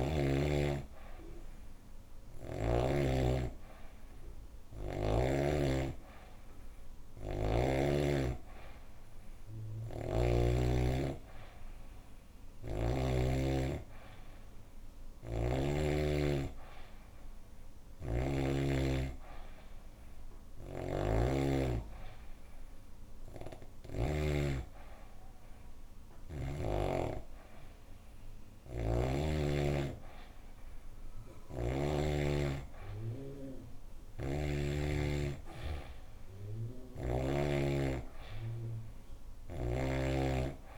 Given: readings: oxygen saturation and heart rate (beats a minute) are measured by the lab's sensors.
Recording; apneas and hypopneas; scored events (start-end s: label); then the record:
breathing in sleep by a room microphone; none
0.00-2.50 s: snoring (device-marked)
12.00-15.50 s: snoring (device-marked)
20.00-24.00 s: snoring (device-marked)
33.50-37.00 s: snoring (device-marked)
From the record:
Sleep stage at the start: N2 (light sleep); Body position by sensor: on the back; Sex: female